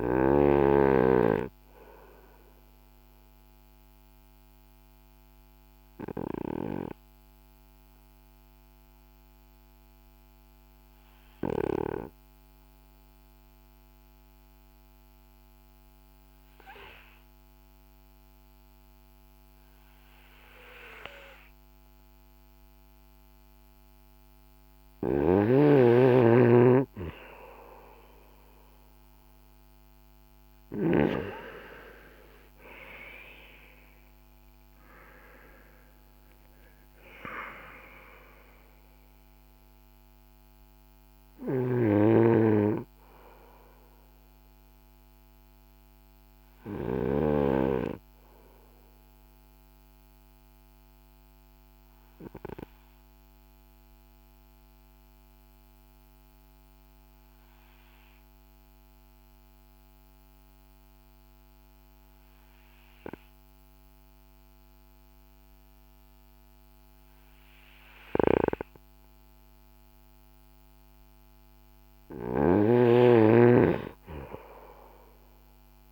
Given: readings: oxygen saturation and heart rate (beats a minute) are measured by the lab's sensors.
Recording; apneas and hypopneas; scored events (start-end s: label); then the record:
breathing in sleep by a microphone on the trachea; 2
1.50-23.50 s: obstructive apnea (oxygen 96% before, 92% lowest, heart rate 55 before, 37 extreme, up 18 after)
26.00-31.50 s: arousal
45.00-70.00 s: obstructive apnea (oxygen 96% before, 92% lowest, heart rate 56 before, 47 extreme, up 8 after)
From the record:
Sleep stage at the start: N2 (light sleep); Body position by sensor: on the right side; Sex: male